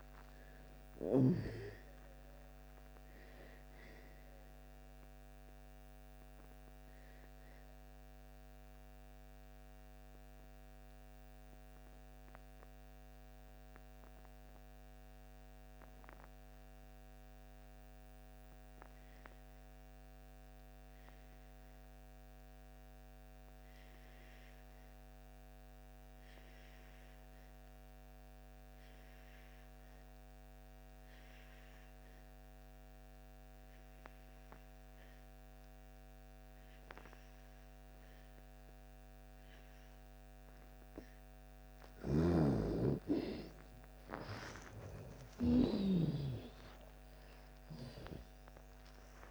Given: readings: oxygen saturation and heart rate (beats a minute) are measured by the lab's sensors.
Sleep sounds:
breathing in sleep by a microphone on the trachea; 1
0.00-1.00 s: snoring (device-marked)
0.00-21.00 s: oxygen desaturation (device-marked, oxygen 81% lowest)
4.50-39.00 s: mixed apnea (oxygen 99% before, 78% lowest)
26.00-49.31 s: oxygen desaturation (device-marked, oxygen 98% before, 78% lowest)
41.50-45.50 s: snoring (device-marked)
44.00-48.50 s: arousal
From the record:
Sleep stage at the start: N2 (light sleep); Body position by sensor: on the back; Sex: female

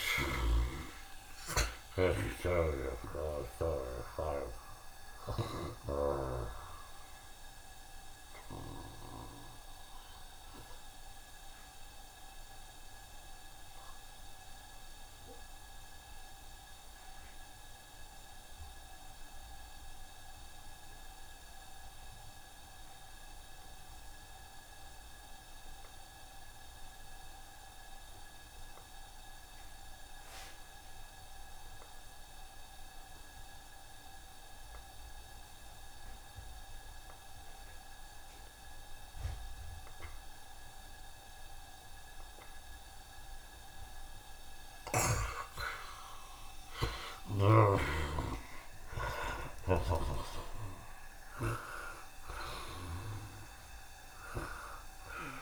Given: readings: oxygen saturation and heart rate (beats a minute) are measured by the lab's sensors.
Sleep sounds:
breathing in sleep by a room microphone; 1
0.00-4.00 s: tachycardia (device-marked, heart rate 111 extreme)
0.00-16.00 s: oxygen desaturation (device-marked, oxygen 55% lowest, heart rate 52 extreme)
2.00-6.00 s: snoring (device-marked)
2.50-4.50 s: long interval between heartbeats (device-marked, heart rate 71 before, 108 extreme)
11.50-45.50 s: obstructive apnea (oxygen 64% before, 58% lowest, heart rate 83 before, 71 extreme, up 42 after)
18.00-55.42 s: oxygen desaturation (device-marked, oxygen 90% before, 59% lowest, heart rate 89 before, 71 extreme)
45.00-47.00 s: long interval between heartbeats (device-marked, heart rate 77 before, 99 extreme)
46.00-48.00 s: tachycardia (device-marked, heart rate 79 before, 100 extreme)
47.00-51.50 s: arousal
50.00-52.00 s: long interval between heartbeats (device-marked, heart rate 84 before, 100 extreme)
From the record:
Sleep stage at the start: N2 (light sleep); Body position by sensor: on the right side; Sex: male

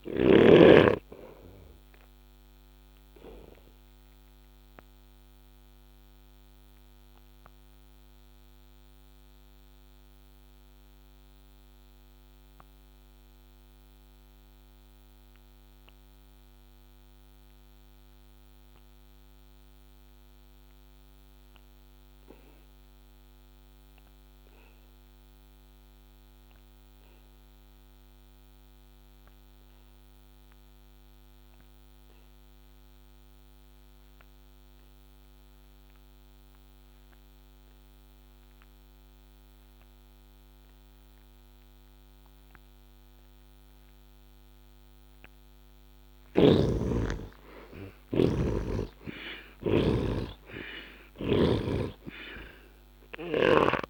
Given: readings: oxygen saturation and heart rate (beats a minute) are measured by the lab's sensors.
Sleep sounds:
breathing in sleep by a microphone on the trachea; 1
3.50-45.00 s: obstructive apnea (heart rate 77 before, 60 extreme, up 19 after)
47.50-51.50 s: arousal
From the record:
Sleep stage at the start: N2 (light sleep); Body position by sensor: on the back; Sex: male

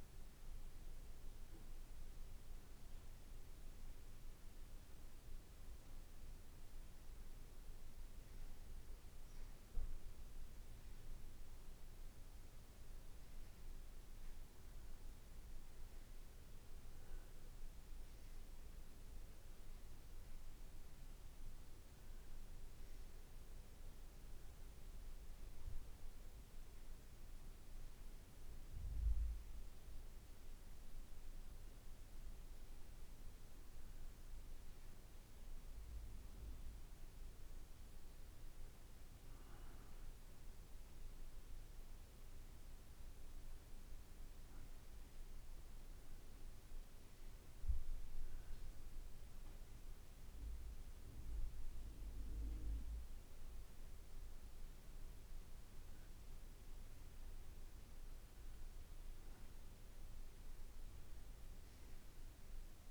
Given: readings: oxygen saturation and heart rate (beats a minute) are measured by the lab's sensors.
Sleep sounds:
breathing in sleep, hard to hear, by a room microphone; none
none scored
From the record:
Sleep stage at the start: N2 (light sleep); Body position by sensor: on the back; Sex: male

